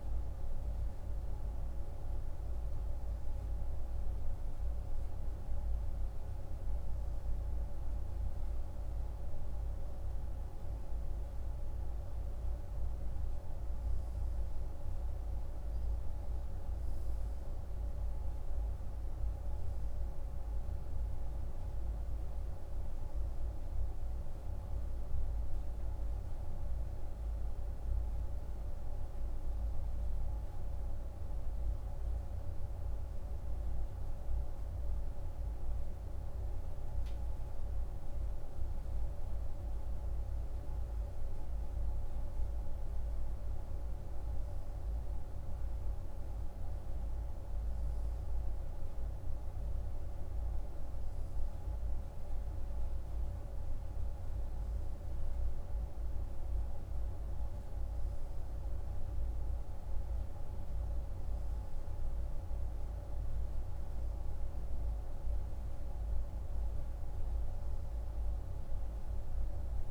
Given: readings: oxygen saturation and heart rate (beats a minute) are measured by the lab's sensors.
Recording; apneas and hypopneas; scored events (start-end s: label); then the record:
breathing in sleep, hard to hear, by a room microphone; none
none scored
From the record:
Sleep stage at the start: N2 (light sleep); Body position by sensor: on the right side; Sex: male